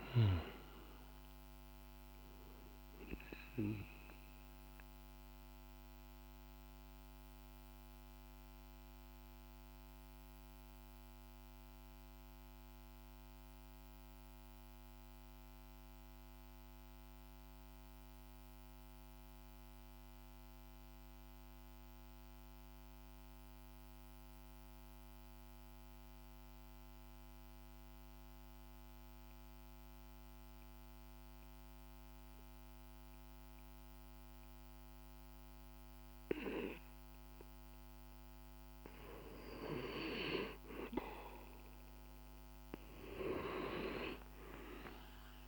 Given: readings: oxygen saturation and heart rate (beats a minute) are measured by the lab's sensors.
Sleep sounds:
breathing in sleep by a microphone on the trachea; 1
0.00-15.50 s: oxygen desaturation (device-marked, oxygen 86% lowest, heart rate 43 extreme)
3.50-41.00 s: mixed apnea (oxygen 97% before, 86% lowest, heart rate 55 before, 38 extreme, up 12 after)
34.50-45.48 s: oxygen desaturation (device-marked, oxygen 99% before, 88% lowest, heart rate 48 before, 38 extreme)
44.00-45.48 s: arousal
From the record:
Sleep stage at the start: N2 (light sleep); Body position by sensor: on the back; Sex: male

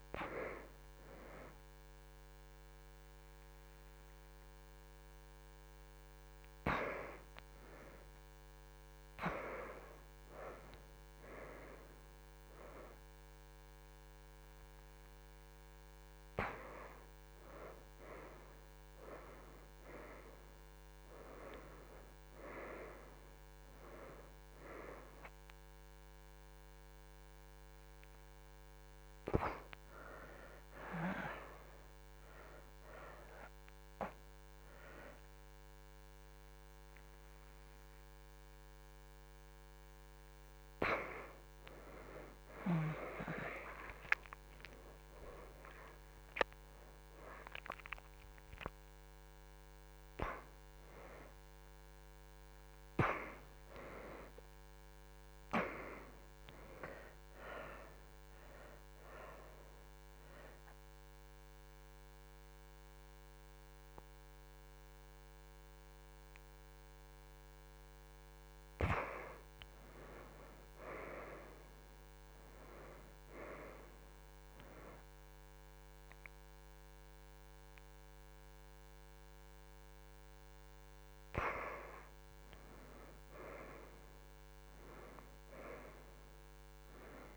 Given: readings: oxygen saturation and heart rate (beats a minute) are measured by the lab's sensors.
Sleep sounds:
a person awake in a sleep study, by a microphone on the trachea; none
9.00-19.00 s: oxygen desaturation (device-marked, oxygen 91% before, 84% lowest, heart rate 135 before, 83 extreme)
70.00-84.00 s: oxygen desaturation (device-marked, oxygen 90% before, 86% lowest, heart rate 85 before, 80 extreme)
86.00-87.37 s: oxygen desaturation (device-marked, oxygen 94% before, 87% lowest, heart rate 81 before, 80 extreme)
From the record:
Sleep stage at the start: awake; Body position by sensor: on the back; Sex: female

